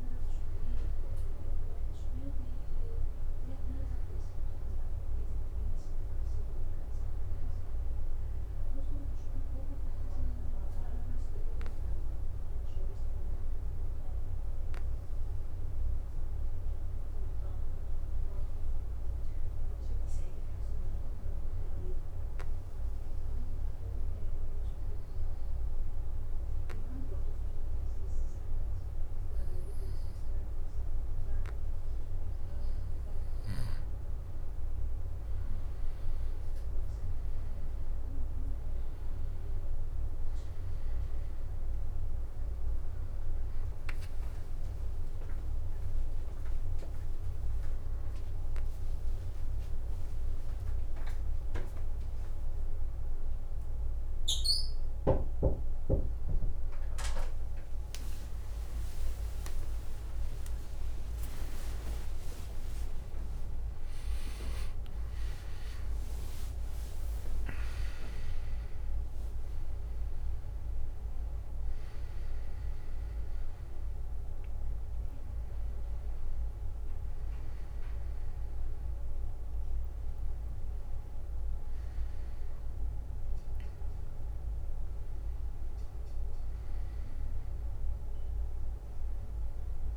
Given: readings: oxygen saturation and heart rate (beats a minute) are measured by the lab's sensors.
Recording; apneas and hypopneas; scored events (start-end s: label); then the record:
a person awake in a sleep study, by a room microphone; 1
0.00-1.00 s: arousal
22.50-33.50 s: obstructive apnea (oxygen 97% before, 91% lowest, heart rate 61 before, 59 extreme, up 11 after)
32.50-56.50 s: oxygen desaturation (device-marked, oxygen 97% before, 91% lowest, heart rate 59 before, 59 extreme)
38.50-89.97 s: new sleep stage, awake
58.50-65.50 s: tachycardia (device-marked, heart rate 60 before, 138 extreme)
60.00-62.00 s: long interval between heartbeats (device-marked, heart rate 64 before, 94 extreme)
60.50-70.50 s: leg movement (device-marked)
62.50-79.50 s: drop in pulse transit time (device-marked, heart rate 69 before, 80 extreme)
63.00-65.00 s: long interval between heartbeats (device-marked, heart rate 69 before, 135 extreme)
From the record:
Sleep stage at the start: N2 (light sleep); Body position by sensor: on the back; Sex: male